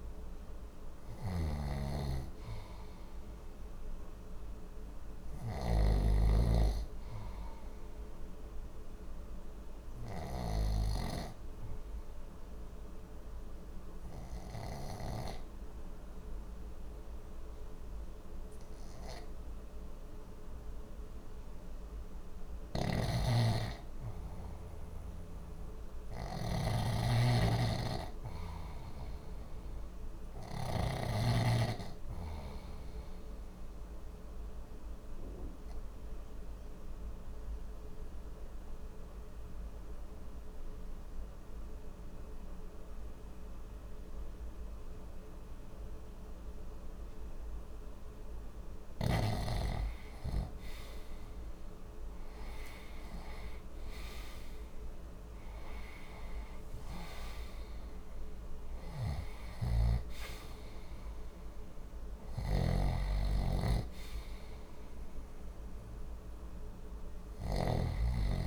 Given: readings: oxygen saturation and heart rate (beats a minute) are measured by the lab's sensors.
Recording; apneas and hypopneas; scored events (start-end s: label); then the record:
breathing in sleep by a room microphone; 2
0.00-7.50 s: oxygen desaturation (device-marked, oxygen 89% lowest, heart rate 60 extreme)
0.50-10.00 s: snoring (device-marked)
7.50-23.50 s: obstructive apnea (oxygen 97% before, 91% lowest, heart rate 60 before, 59 extreme, up 0 after)
22.00-30.50 s: snoring (device-marked)
24.50-29.50 s: arousal
29.50-65.50 s: oxygen desaturation (device-marked, oxygen 97% before, 91% lowest, heart rate 60 before, 59 extreme)
34.00-48.50 s: obstructive apnea (oxygen 98% before, 91% lowest, heart rate 60 before, 59 extreme, up 11 after)
51.00-56.00 s: arousal
59.00-68.47 s: snoring (device-marked)
From the record:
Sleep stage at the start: REM sleep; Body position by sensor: on the left side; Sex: male